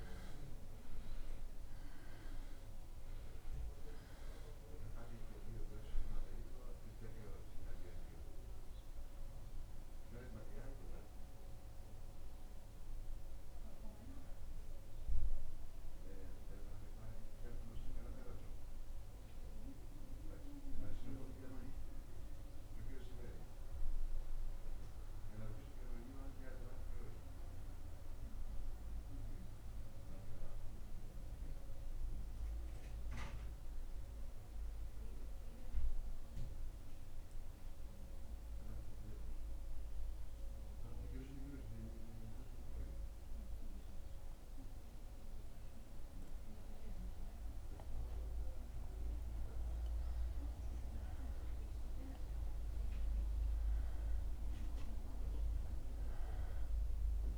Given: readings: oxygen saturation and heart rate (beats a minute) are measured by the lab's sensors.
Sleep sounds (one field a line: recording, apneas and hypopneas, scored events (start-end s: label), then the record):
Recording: breathing in sleep by a room microphone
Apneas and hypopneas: 1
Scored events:
17.00-49.00 s: central apnea (oxygen 95% before, 91% lowest, heart rate 77 before, 73 extreme, up 0 after)
52.00-57.00 s: arousal
From the record:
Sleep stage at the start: N2 (light sleep)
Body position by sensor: on the back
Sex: male